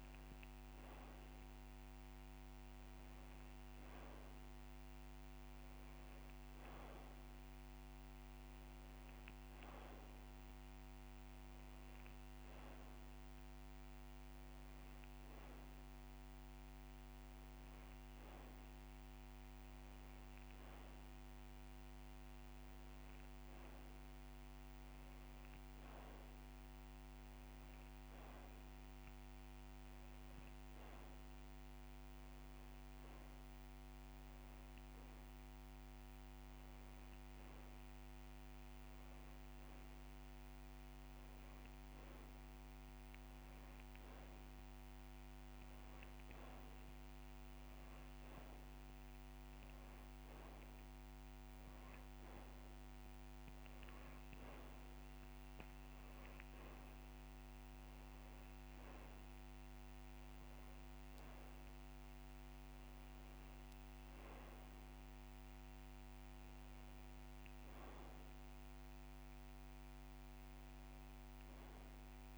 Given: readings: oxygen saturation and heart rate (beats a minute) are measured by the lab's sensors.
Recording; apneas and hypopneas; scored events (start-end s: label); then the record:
breathing in sleep, hard to hear, by a microphone on the trachea; none
0.00-1.50 s: long interval between heartbeats (device-marked)
21.00-23.00 s: long interval between heartbeats (device-marked)
29.50-31.50 s: long interval between heartbeats (device-marked)
32.00-36.00 s: drop in pulse transit time (device-marked)
33.00-35.00 s: long interval between heartbeats (device-marked)
55.00-57.00 s: long interval between heartbeats (device-marked)
57.00-61.00 s: drop in pulse transit time (device-marked)
From the record:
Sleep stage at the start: N2 (light sleep); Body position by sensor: on the back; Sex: male